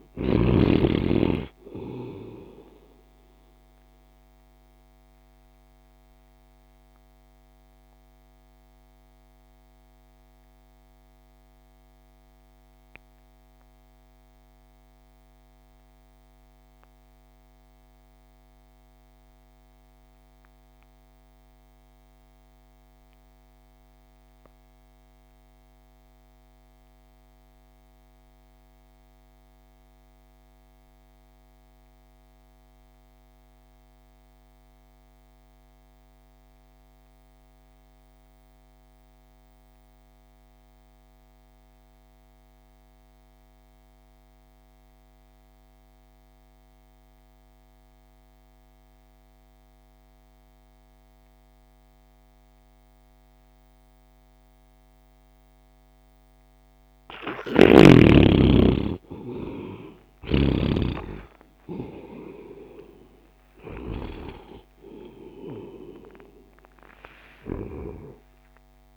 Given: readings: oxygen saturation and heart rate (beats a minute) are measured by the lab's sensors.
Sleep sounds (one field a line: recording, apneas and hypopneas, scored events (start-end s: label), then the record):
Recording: breathing in sleep by a microphone on the trachea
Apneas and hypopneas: 1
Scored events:
0.00-16.50 s: oxygen desaturation (device-marked, oxygen 63% lowest)
5.50-57.50 s: mixed apnea (oxygen 90% before, 55% lowest)
27.50-68.96 s: oxygen desaturation (device-marked, oxygen 98% before, 55% lowest)
60.00-64.50 s: snoring (device-marked)
From the record:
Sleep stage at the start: REM sleep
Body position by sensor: on the right side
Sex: male